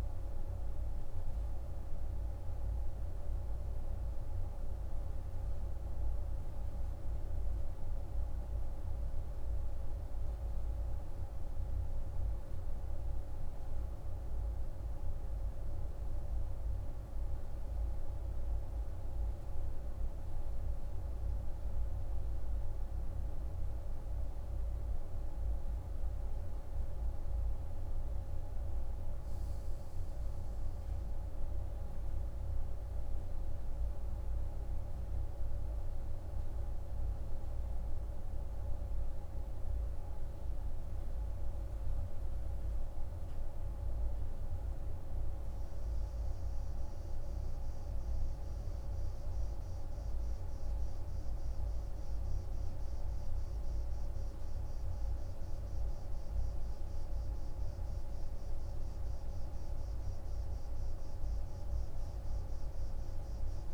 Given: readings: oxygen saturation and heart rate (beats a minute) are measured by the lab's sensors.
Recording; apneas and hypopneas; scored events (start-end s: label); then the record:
a person awake in a sleep study, hard to hear, by a room microphone; none
none scored
From the record:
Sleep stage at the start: awake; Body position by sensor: on the right side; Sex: male